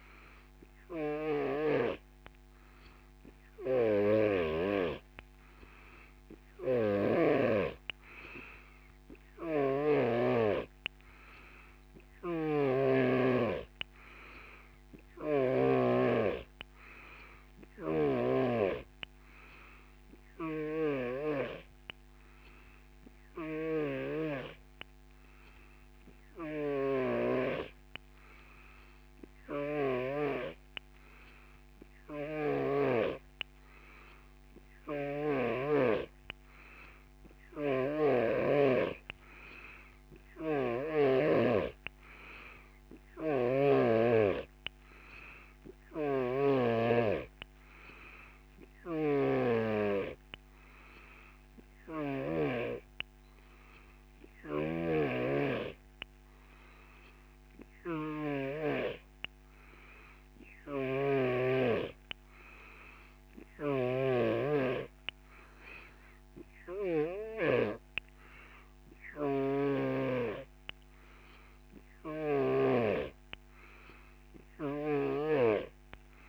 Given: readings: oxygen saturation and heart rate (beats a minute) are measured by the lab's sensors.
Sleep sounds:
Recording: breathing in sleep by a microphone on the trachea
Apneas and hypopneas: none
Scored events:
0.00-4.50 s: snoring (device-marked)
6.50-10.00 s: snoring (device-marked)
12.00-15.50 s: snoring (device-marked)
17.50-21.00 s: snoring (device-marked)
23.00-30.00 s: snoring (device-marked)
32.00-35.50 s: snoring (device-marked)
40.00-46.50 s: snoring (device-marked)
48.50-52.50 s: snoring (device-marked)
54.50-58.50 s: snoring (device-marked)
60.50-67.00 s: snoring (device-marked)
69.00-72.50 s: snoring (device-marked)
From the record:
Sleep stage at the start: N3 (deep sleep)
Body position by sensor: on the back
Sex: male

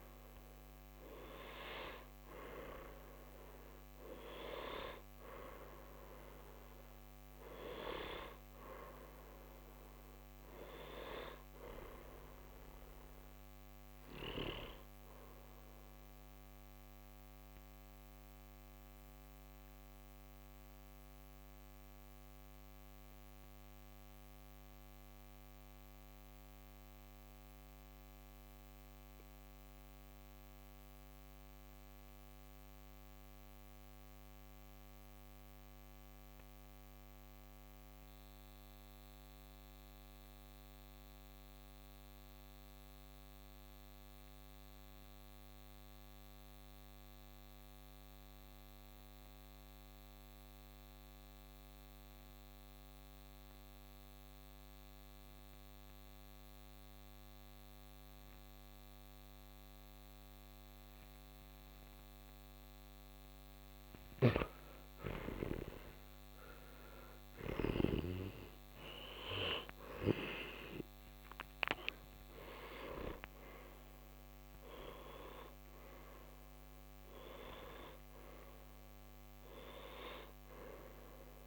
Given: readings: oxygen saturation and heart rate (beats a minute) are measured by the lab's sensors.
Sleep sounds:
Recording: breathing in sleep by a microphone on the trachea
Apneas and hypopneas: 1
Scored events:
0.00-22.00 s: oxygen desaturation (device-marked, oxygen 90% lowest, heart rate 45 extreme)
16.00-64.50 s: mixed apnea (oxygen 97% before, 89% lowest, heart rate 64 before, 45 extreme, up 14 after)
63.00-81.47 s: oxygen desaturation (device-marked, oxygen 97% before, 89% lowest, heart rate 54 before, 52 extreme)
63.50-67.50 s: snoring (device-marked)
66.00-70.50 s: arousal
From the record:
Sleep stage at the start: N2 (light sleep)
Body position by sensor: on the back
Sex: male

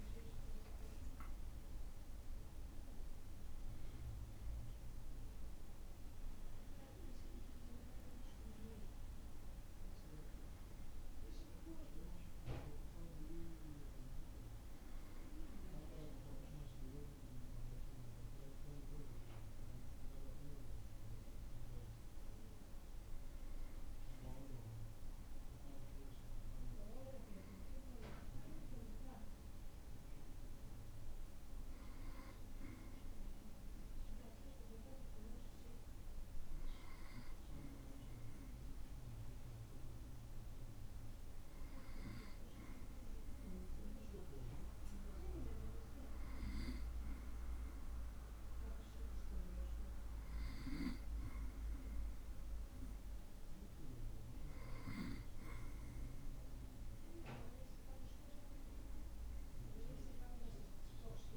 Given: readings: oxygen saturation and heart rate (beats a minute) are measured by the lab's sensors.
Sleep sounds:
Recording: breathing in sleep by a room microphone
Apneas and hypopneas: none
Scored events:
none scored
From the record:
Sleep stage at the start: N2 (light sleep)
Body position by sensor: on the back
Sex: male

